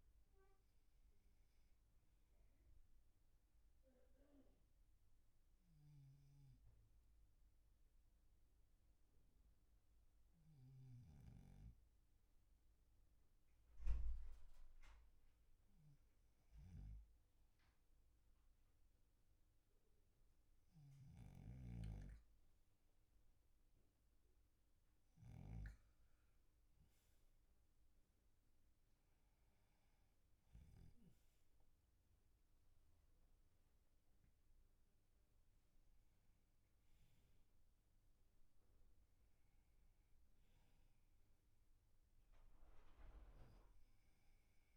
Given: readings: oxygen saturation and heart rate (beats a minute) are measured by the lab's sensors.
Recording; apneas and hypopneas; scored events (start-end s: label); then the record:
breathing in sleep, hard to hear, by a room microphone; 1
3.50-15.50 s: obstructive apnea (oxygen 97% before, 95% lowest, heart rate 49 before, 39 extreme, up 8 after)
20.00-24.00 s: arousal
From the record:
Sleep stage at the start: N2 (light sleep); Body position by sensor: on the back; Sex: male